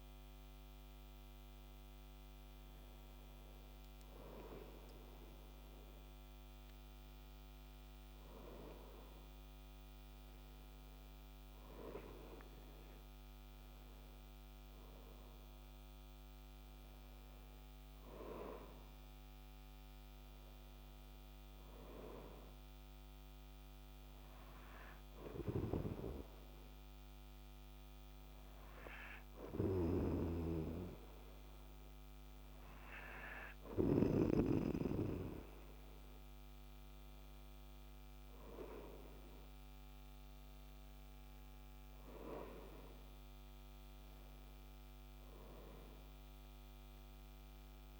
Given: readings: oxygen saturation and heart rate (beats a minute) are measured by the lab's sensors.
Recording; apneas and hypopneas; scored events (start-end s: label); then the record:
breathing in sleep by a microphone on the trachea; none
2.50-5.50 s: arousal
7.50-48.00 s: new sleep stage, N2 (light sleep)
38.00-42.50 s: arousal
From the record:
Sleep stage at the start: N3 (deep sleep); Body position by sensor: on the right side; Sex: male